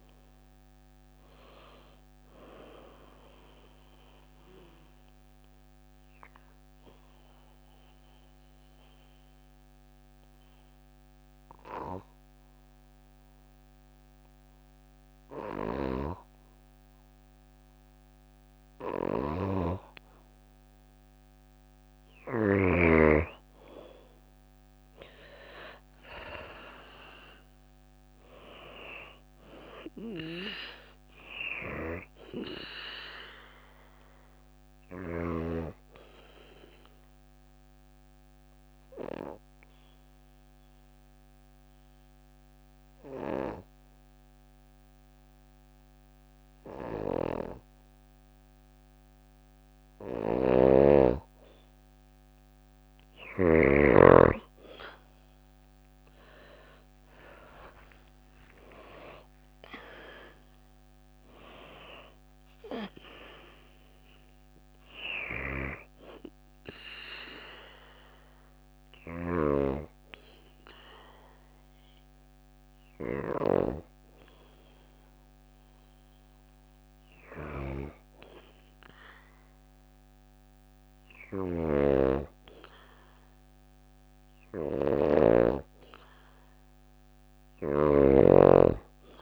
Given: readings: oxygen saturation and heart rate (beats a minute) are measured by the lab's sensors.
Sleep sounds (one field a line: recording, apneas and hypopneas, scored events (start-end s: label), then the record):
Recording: breathing in sleep by a microphone on the trachea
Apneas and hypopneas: 3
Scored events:
0.00-6.00 s: oxygen desaturation (device-marked, oxygen 93% lowest, heart rate 54 extreme)
1.50-16.00 s: obstructive apnea (oxygen 97% before, 93% lowest, heart rate 58 before, 54 extreme, up 4 after)
23.00-27.50 s: arousal
31.00-47.00 s: oxygen desaturation (device-marked, oxygen 98% before, 93% lowest, heart rate 57 before, 54 extreme)
35.00-48.50 s: obstructive apnea (oxygen 98% before, 93% lowest, heart rate 58 before, 54 extreme, up 4 after)
55.50-60.50 s: arousal
59.00-79.00 s: oxygen desaturation (device-marked, oxygen 97% before, 93% lowest, heart rate 57 before, 54 extreme)
67.50-78.50 s: hypopnea (oxygen 97% before, 93% lowest, heart rate 61 before, 55 extreme, up 2 after)
80.50-87.00 s: snoring (device-marked)
From the record:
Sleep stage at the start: N2 (light sleep)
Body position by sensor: on the back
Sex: female